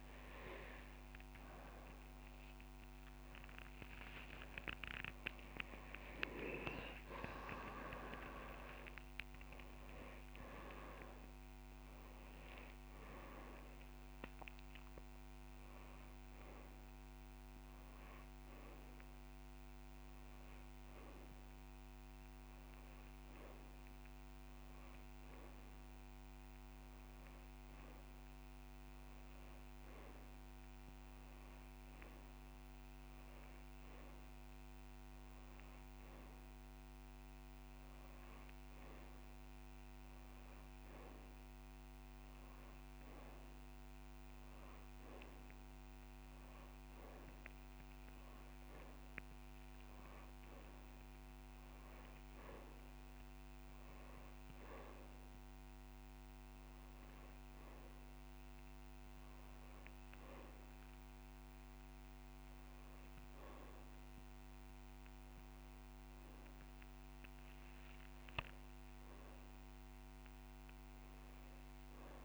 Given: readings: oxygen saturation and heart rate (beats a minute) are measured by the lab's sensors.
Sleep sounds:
breathing in sleep by a microphone on the trachea; none
1.50-3.50 s: long interval between heartbeats (device-marked, heart rate 40 before, 50 extreme)
9.50-11.50 s: long interval between heartbeats (device-marked, heart rate 38 before, 31 extreme)
12.50-34.50 s: oxygen desaturation (device-marked, oxygen 97% before, 93% lowest)
19.50-23.50 s: drop in pulse transit time (device-marked)
20.50-22.50 s: long interval between heartbeats (device-marked, heart rate 33 before, 30 extreme)
34.50-36.50 s: long interval between heartbeats (device-marked)
35.50-42.50 s: drop in pulse transit time (device-marked)
42.50-44.50 s: long interval between heartbeats (device-marked)
49.50-51.50 s: long interval between heartbeats (device-marked, heart rate 30 before, 33 extreme)
52.00-54.00 s: long interval between heartbeats (device-marked, heart rate 31 before, 38 extreme)
55.00-57.00 s: long interval between heartbeats (device-marked, heart rate 32 before, 45 extreme)
57.50-61.50 s: drop in pulse transit time (device-marked, heart rate 34 before, 34 extreme)
62.00-64.00 s: long interval between heartbeats (device-marked, heart rate 35 before, 34 extreme)
64.50-66.50 s: long interval between heartbeats (device-marked, heart rate 36 before, 38 extreme)
From the record:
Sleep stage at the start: N2 (light sleep); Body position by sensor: on the back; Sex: male

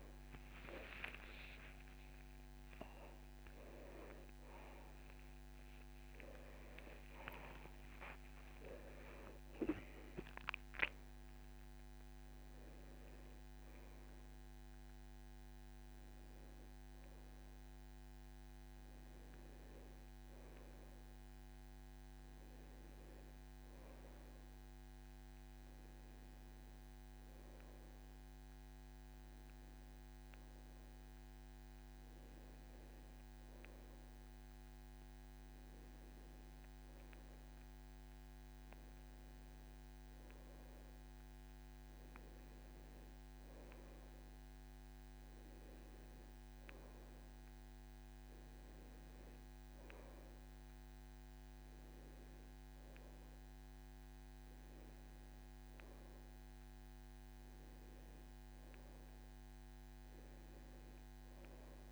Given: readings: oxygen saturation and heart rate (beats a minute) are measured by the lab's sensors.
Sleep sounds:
breathing in sleep by a microphone on the trachea; none
3.00-9.50 s: arousal
60.50-61.92 s: new sleep stage, N2 (light sleep)
From the record:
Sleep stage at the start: N1 (lightest sleep); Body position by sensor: on the back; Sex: male

